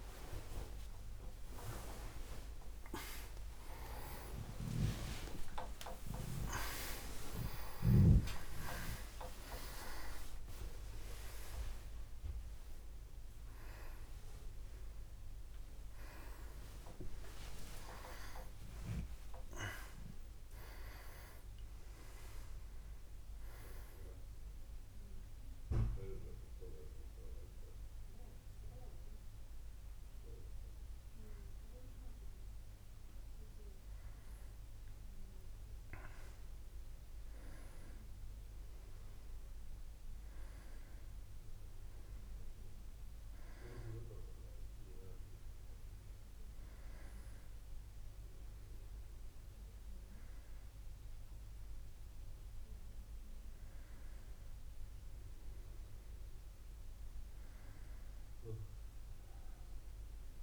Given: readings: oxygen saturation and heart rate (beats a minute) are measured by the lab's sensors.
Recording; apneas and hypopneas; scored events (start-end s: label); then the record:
a person partly awake in a sleep study, by a room microphone; none
11.50-60.43 s: new sleep stage, N1 (lightest sleep)
From the record:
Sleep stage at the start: awake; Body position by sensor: on the back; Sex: male